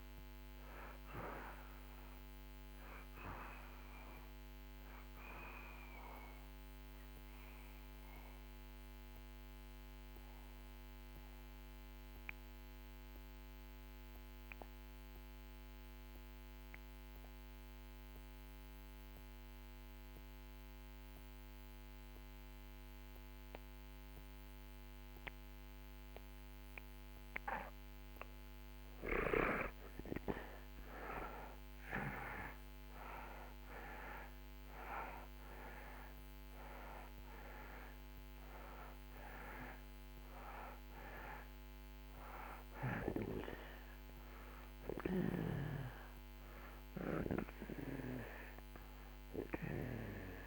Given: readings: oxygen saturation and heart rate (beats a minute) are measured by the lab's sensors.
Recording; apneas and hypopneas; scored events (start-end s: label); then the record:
breathing in sleep by a microphone on the trachea; 1
0.00-21.00 s: oxygen desaturation (device-marked, oxygen 75% lowest)
6.00-27.00 s: obstructive apnea (oxygen 96% before, 74% lowest)
30.00-35.00 s: arousal
34.00-50.47 s: oxygen desaturation (device-marked, oxygen 97% before, 74% lowest)
From the record:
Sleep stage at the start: N2 (light sleep); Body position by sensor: on the back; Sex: male